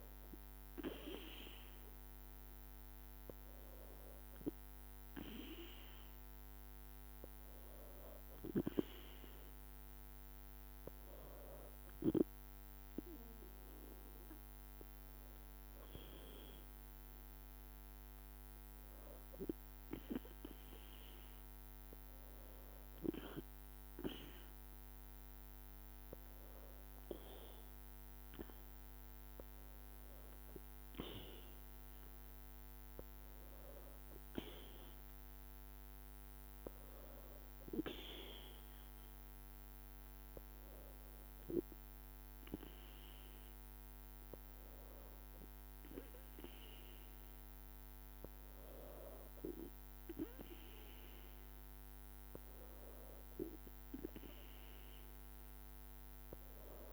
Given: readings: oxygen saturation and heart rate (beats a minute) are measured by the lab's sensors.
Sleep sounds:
breathing in sleep by a microphone on the trachea; 1
25.50-38.00 s: hypopnea (oxygen 96% before, 94% lowest, heart rate 57 before, 56 extreme, up 2 after)
38.50-43.00 s: arousal
From the record:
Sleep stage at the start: N2 (light sleep); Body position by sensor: on the back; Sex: female

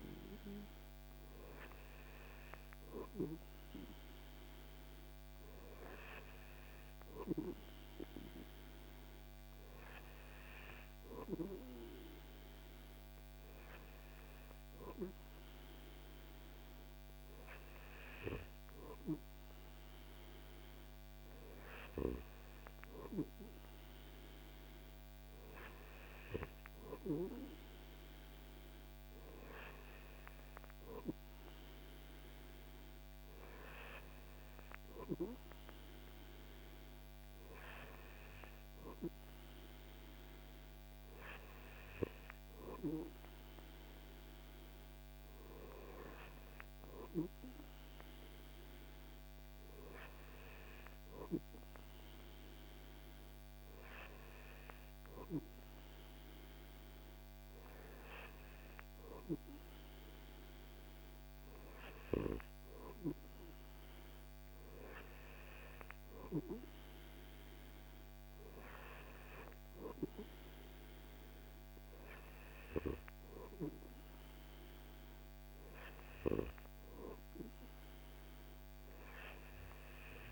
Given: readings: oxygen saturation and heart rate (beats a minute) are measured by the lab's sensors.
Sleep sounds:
breathing in sleep by a microphone on the trachea; none
none scored
From the record:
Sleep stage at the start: N2 (light sleep); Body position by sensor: on the back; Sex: male

